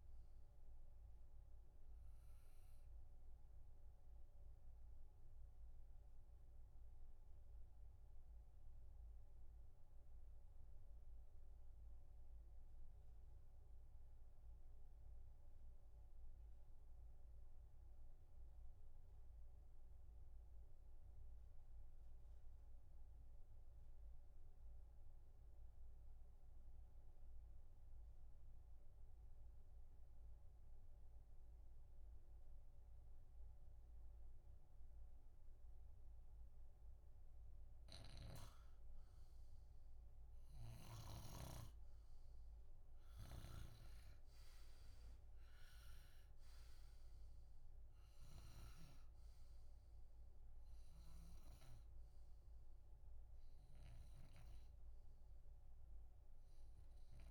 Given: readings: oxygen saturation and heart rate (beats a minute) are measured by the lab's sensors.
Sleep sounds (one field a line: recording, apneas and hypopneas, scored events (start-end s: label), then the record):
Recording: breathing in sleep by a room microphone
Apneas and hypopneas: 1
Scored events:
0.00-15.50 s: oxygen desaturation (device-marked, oxygen 87% lowest, heart rate 57 extreme)
3.50-38.00 s: obstructive apnea (oxygen 97% before, 86% lowest, heart rate 84 before, 57 extreme, up 12 after)
39.50-45.00 s: arousal
43.00-54.50 s: snoring (device-marked)
46.50-57.31 s: oxygen desaturation (device-marked, oxygen 94% before, 86% lowest, heart rate 59 before, 60 extreme)
From the record:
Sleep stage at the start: REM sleep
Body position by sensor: on the back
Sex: male